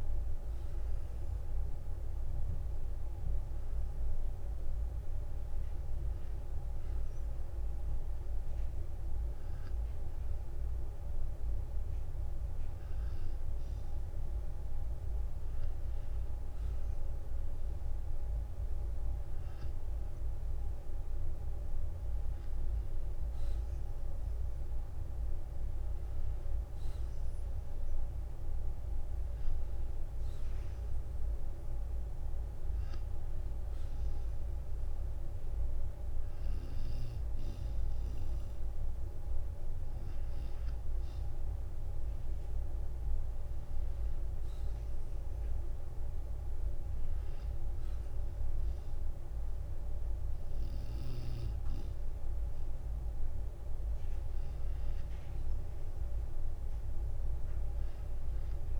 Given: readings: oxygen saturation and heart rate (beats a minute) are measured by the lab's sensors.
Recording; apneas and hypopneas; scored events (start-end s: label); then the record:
breathing in sleep, hard to hear, by a room microphone; 2
6.50-17.00 s: hypopnea (oxygen 95% before, 93% lowest, heart rate 56 before, 48 extreme, up 8 after)
20.50-25.00 s: arousal
33.00-43.00 s: hypopnea (oxygen 95% before, 92% lowest, heart rate 57 before, 47 extreme, up 17 after)
38.50-40.50 s: long interval between heartbeats (device-marked, heart rate 57 before, 50 extreme)
45.50-49.00 s: arousal
From the record:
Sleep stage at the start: N2 (light sleep); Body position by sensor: on the back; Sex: male